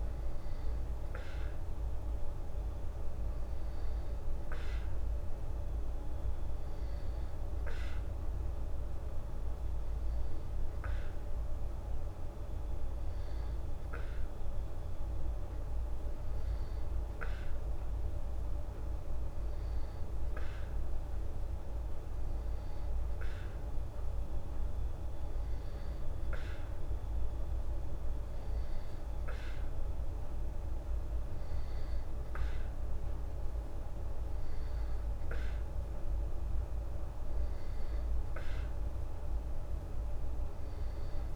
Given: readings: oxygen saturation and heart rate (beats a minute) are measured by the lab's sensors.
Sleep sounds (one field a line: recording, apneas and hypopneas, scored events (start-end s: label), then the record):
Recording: breathing in sleep, hard to hear, by a room microphone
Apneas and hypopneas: none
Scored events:
none scored
From the record:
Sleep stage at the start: N2 (light sleep)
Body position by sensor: on the back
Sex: female